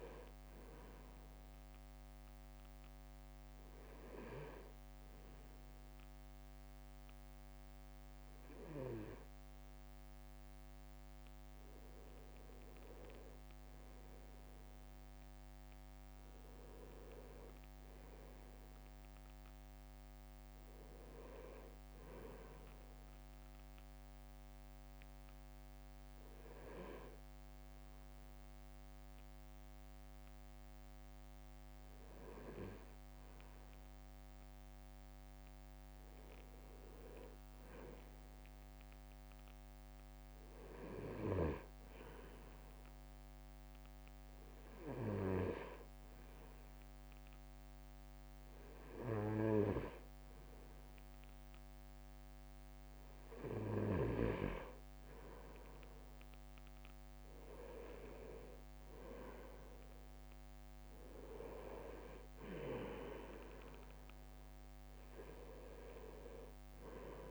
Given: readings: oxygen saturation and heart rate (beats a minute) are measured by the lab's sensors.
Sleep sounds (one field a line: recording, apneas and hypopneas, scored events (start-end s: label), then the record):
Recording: breathing in sleep by a microphone on the trachea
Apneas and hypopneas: 3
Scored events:
2.50-13.00 s: obstructive apnea (oxygen 99% before, 96% lowest, heart rate 57 before, 55 extreme, up 4 after)
10.50-12.50 s: leg movement (device-marked)
12.50-16.50 s: leg movement (device-marked)
14.00-18.00 s: arousal
23.50-36.00 s: obstructive apnea (oxygen 98% before, 96% lowest, heart rate 57 before, 53 extreme, up 3 after)
35.00-36.00 s: leg movement (device-marked)
37.00-38.00 s: leg movement (device-marked)
38.50-41.50 s: arousal
45.50-55.50 s: hypopnea (oxygen 98% before, 96% lowest, heart rate 57 before, 53 extreme, up 6 after)
56.00-66.00 s: drop in pulse transit time (device-marked, heart rate 56 before, 55 extreme)
58.50-60.00 s: leg movement (device-marked)
60.50-64.00 s: arousal
From the record:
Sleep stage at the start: N2 (light sleep)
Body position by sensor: on the right side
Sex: male